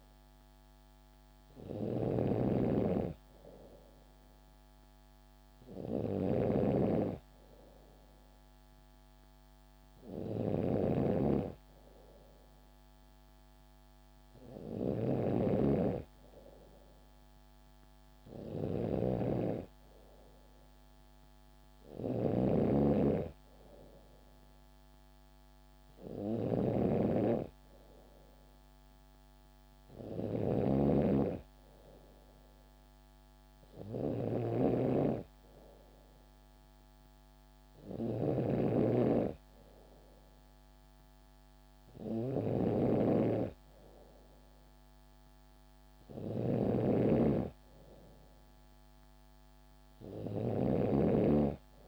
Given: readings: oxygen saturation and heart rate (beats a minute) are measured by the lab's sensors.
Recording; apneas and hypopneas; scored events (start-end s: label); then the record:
breathing in sleep by a microphone on the trachea; none
0.00-51.88 s: snoring (device-marked)
12.00-17.00 s: bradycardia (device-marked, heart rate 69 before, 57 extreme)
From the record:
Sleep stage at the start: N3 (deep sleep); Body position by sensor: on the back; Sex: female